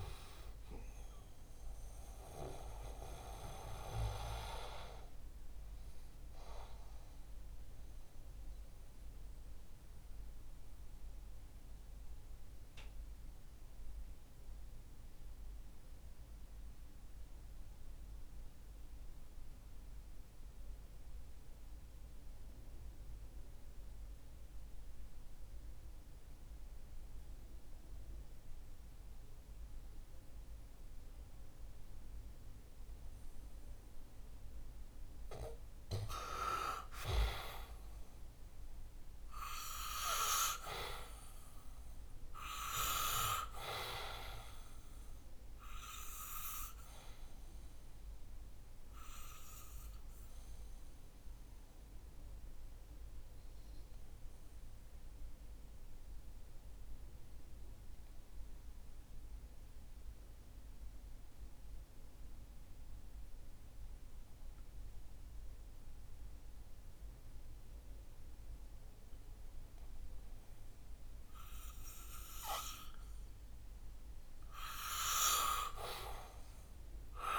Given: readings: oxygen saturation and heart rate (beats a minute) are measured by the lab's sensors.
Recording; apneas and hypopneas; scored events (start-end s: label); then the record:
breathing in sleep by a room microphone; 2
0.00-20.50 s: oxygen desaturation (device-marked, oxygen 87% lowest, heart rate 61 extreme)
6.50-34.00 s: mixed apnea (oxygen 98% before, 87% lowest, heart rate 68 before, 61 extreme, up 6 after)
37.50-42.00 s: arousal
38.50-65.50 s: oxygen desaturation (device-marked, oxygen 98% before, 89% lowest, heart rate 64 before, 63 extreme)
46.50-72.50 s: obstructive apnea (oxygen 99% before, 89% lowest, heart rate 64 before, 62 extreme, up 7 after)
76.00-77.38 s: arousal
From the record:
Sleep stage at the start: N2 (light sleep); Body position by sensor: on the back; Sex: male